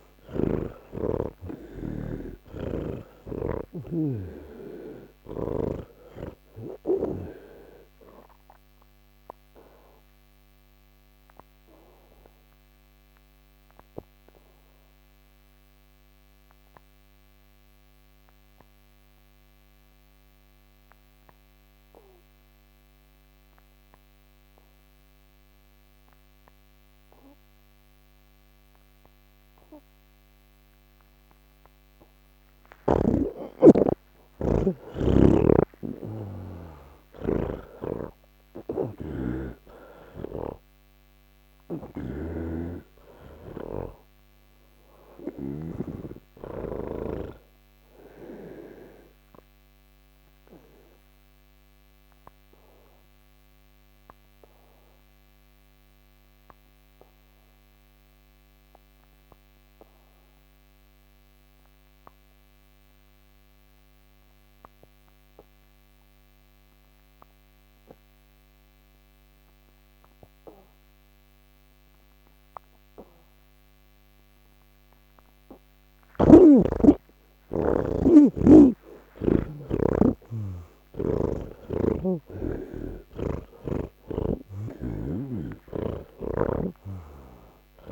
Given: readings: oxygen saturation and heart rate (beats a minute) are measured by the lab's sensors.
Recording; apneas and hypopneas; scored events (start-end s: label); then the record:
breathing in sleep by a microphone on the trachea; 2
0.00-25.50 s: oxygen desaturation (device-marked, oxygen 79% lowest, heart rate 145 extreme)
8.50-33.00 s: obstructive apnea (oxygen 98% before, 79% lowest, heart rate 178 before, 145 extreme, up 52 after)
30.50-36.50 s: oxygen desaturation (device-marked, oxygen 98% before, 90% lowest, heart rate 169 before, 168 extreme)
32.50-87.92 s: new sleep stage, N1 (lightest sleep)
35.00-39.50 s: snoring (device-marked)
41.50-46.00 s: snoring (device-marked)
42.50-63.50 s: oxygen desaturation (device-marked, oxygen 94% before, 81% lowest, heart rate 176 before, 153 extreme)
49.00-75.50 s: obstructive apnea (oxygen 98% before, 81% lowest, heart rate 177 before, 153 extreme, up 46 after)
69.50-87.92 s: oxygen desaturation (device-marked, oxygen 98% before, 81% lowest, heart rate 180 before, 136 extreme)
86.00-87.92 s: snoring (device-marked)
From the record:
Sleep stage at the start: N3 (deep sleep); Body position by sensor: on the back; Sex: male